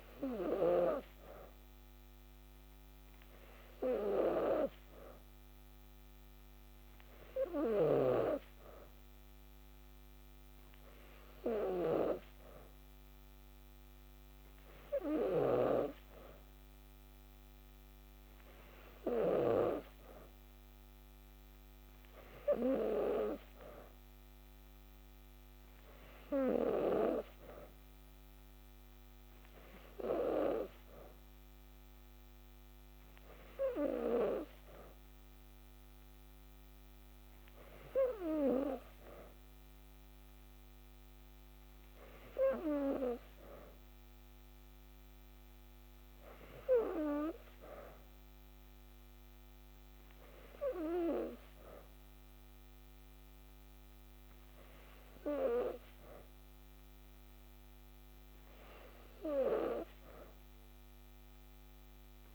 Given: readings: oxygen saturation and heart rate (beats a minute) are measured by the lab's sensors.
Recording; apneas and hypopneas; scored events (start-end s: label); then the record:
breathing in sleep by a microphone on the trachea; none
none scored
From the record:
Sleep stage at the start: N2 (light sleep); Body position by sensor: on the back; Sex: female